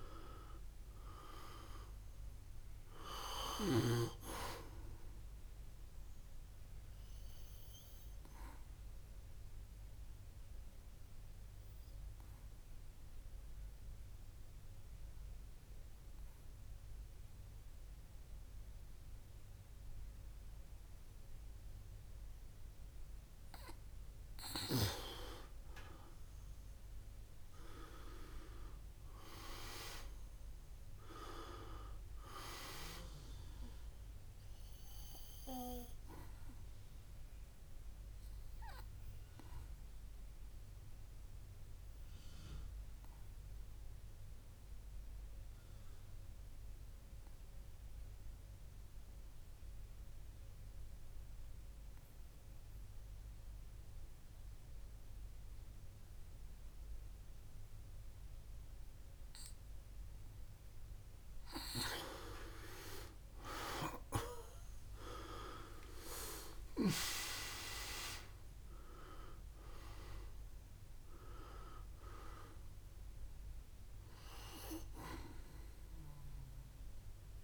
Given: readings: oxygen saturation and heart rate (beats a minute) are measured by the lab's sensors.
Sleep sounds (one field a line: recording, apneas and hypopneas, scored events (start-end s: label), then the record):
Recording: breathing in sleep by a room microphone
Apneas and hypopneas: 2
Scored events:
1.50-22.50 s: oxygen desaturation (device-marked, oxygen 98% before, 92% lowest, heart rate 65 before, 59 extreme)
6.50-23.50 s: obstructive apnea (oxygen 99% before, 92% lowest, heart rate 66 before, 59 extreme, up 6 after)
25.50-29.00 s: arousal
36.50-53.50 s: oxygen desaturation (device-marked, oxygen 98% before, 93% lowest, heart rate 65 before, 59 extreme)
37.50-60.50 s: obstructive apnea (oxygen 98% before, 88% lowest, heart rate 65 before, 57 extreme, up 10 after)
64.00-68.50 s: arousal
68.50-77.44 s: oxygen desaturation (device-marked, oxygen 97% before, 88% lowest, heart rate 62 before, 57 extreme)
From the record:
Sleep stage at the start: N2 (light sleep)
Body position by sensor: on the back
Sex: male